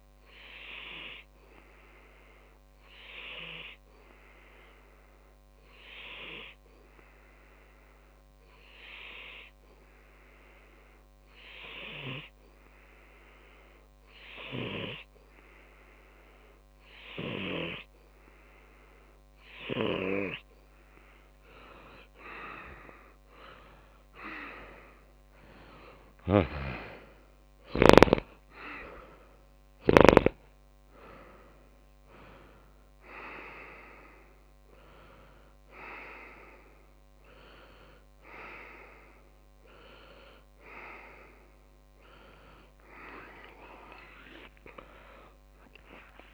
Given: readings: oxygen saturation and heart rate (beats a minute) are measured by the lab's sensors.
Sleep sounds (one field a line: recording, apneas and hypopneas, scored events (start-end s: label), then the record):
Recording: breathing in sleep by a microphone on the trachea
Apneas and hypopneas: 1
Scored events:
0.00-2.00 s: long interval between heartbeats (device-marked, heart rate 73 before, 113 extreme)
0.00-22.50 s: tachycardia (device-marked, heart rate 205 extreme)
2.00-4.00 s: long interval between heartbeats (device-marked, heart rate 77 before, 114 extreme)
4.00-6.00 s: long interval between heartbeats (device-marked, heart rate 81 before, 144 extreme)
4.00-20.00 s: obstructive apnea (oxygen 96% before, 94% lowest, heart rate 81 before, 33 extreme)
6.00-8.00 s: long interval between heartbeats (device-marked, heart rate 87 before, 166 extreme)
10.00-12.00 s: long interval between heartbeats (device-marked, heart rate 120 before, 197 extreme)
12.50-14.50 s: long interval between heartbeats (device-marked, heart rate 141 before, 179 extreme)
14.50-16.50 s: long interval between heartbeats (device-marked, heart rate 151 before, 166 extreme)
23.50-25.50 s: long interval between heartbeats (device-marked, heart rate 167 before, 114 extreme)
23.50-28.50 s: arousal
26.00-28.00 s: long interval between heartbeats (device-marked, heart rate 164 before, 78 extreme)
30.00-32.00 s: long interval between heartbeats (device-marked, heart rate 143 before, 73 extreme)
33.50-35.50 s: long interval between heartbeats (device-marked, heart rate 118 before, 49 extreme)
34.50-46.34 s: new sleep stage, N1 (lightest sleep)
40.50-42.50 s: long interval between heartbeats (device-marked, heart rate 75 before, 44 extreme)
42.50-44.50 s: long interval between heartbeats (device-marked, heart rate 65 before, 53 extreme)
43.50-46.34 s: arousal
From the record:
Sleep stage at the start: N2 (light sleep)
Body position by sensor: on the back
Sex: male